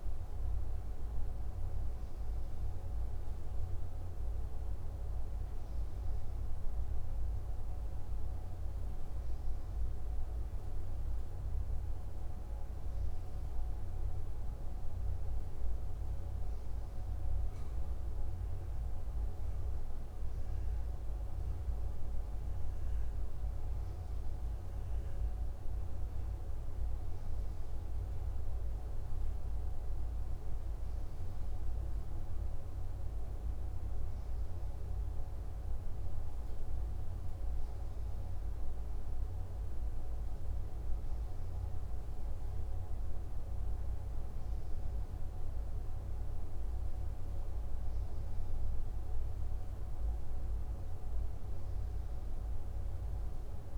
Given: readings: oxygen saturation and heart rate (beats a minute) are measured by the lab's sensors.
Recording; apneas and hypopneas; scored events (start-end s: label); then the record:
breathing in sleep, hard to hear, by a room microphone; none
none scored
From the record:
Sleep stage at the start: N2 (light sleep); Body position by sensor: on the back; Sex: male